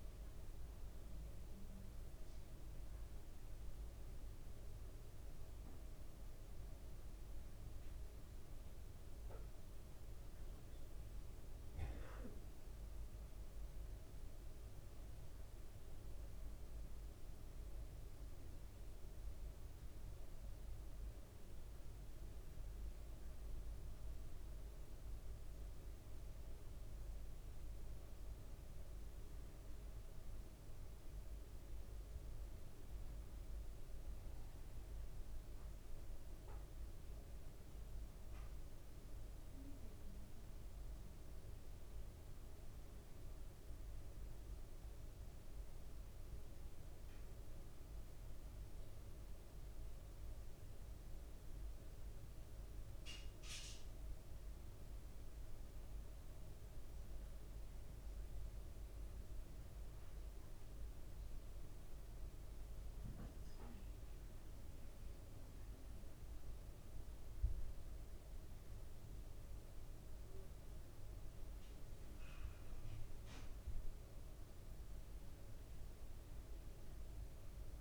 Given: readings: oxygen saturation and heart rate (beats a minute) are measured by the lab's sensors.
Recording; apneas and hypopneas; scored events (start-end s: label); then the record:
a person awake in a sleep study, hard to hear, by a room microphone; none
none scored
From the record:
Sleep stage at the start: awake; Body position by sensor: on the right side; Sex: male